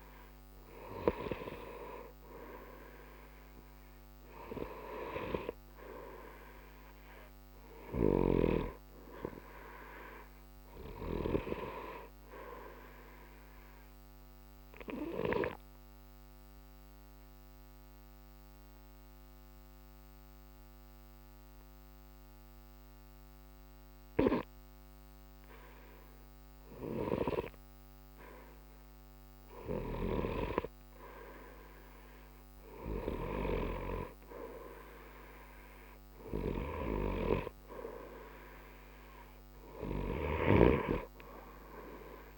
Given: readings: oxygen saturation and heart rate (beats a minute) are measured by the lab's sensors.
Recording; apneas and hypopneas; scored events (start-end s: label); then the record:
breathing in sleep by a microphone on the trachea; 1
12.50-29.00 s: obstructive apnea (oxygen 94% before, 91% lowest, heart rate 60 before, 60 extreme, up 0 after)
32.50-36.50 s: arousal
From the record:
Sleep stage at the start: N2 (light sleep); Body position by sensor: on the right side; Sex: male